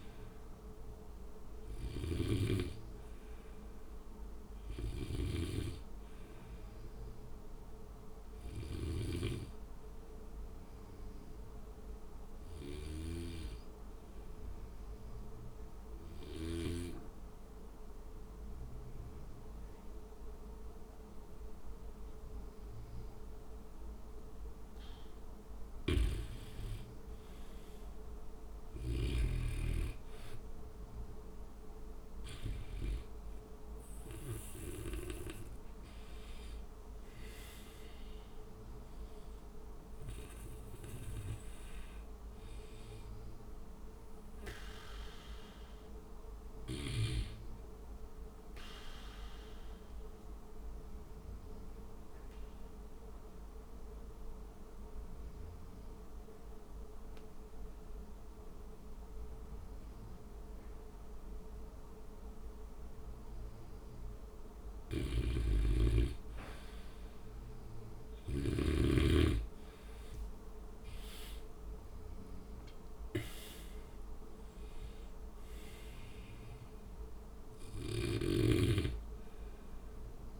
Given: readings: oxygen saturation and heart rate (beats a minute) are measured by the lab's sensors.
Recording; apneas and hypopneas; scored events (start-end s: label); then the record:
breathing in sleep by a room microphone; 2
0.00-5.50 s: oxygen desaturation (device-marked, oxygen 93% lowest, heart rate 59 extreme)
15.50-26.00 s: obstructive apnea (oxygen 97% before, 92% lowest, heart rate 60 before, 57 extreme, up 3 after)
25.50-29.50 s: snoring (device-marked)
26.50-39.50 s: oxygen desaturation (device-marked, oxygen 97% before, 92% lowest, heart rate 61 before, 57 extreme)
27.50-32.50 s: arousal
48.50-65.50 s: mixed apnea (oxygen 97% before, 92% lowest, heart rate 63 before, 53 extreme, up 11 after)
70.00-73.50 s: arousal
70.50-80.40 s: oxygen desaturation (device-marked, oxygen 98% before, 92% lowest, heart rate 61 before, 53 extreme)
78.00-80.40 s: snoring (device-marked)
From the record:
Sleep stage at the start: N2 (light sleep); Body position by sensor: on the back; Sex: male